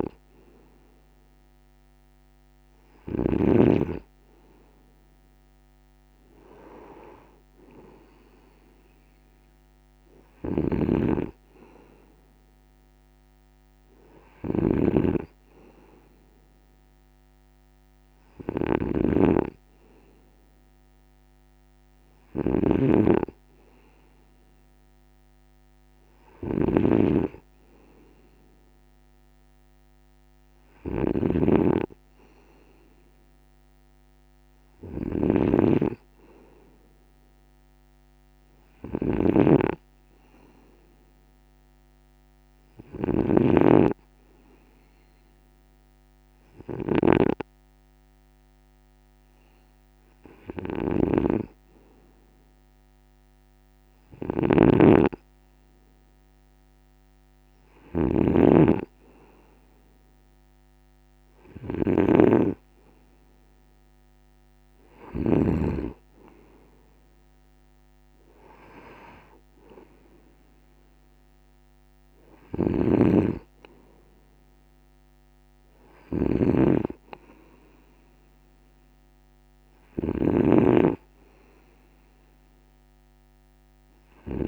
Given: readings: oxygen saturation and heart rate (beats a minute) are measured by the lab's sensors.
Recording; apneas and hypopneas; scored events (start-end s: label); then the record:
breathing in sleep by a microphone on the trachea; none
0.00-3.00 s: snoring (device-marked)
10.00-65.00 s: snoring (device-marked)
72.00-84.48 s: snoring (device-marked)
From the record:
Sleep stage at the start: N2 (light sleep); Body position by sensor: on the right side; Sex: male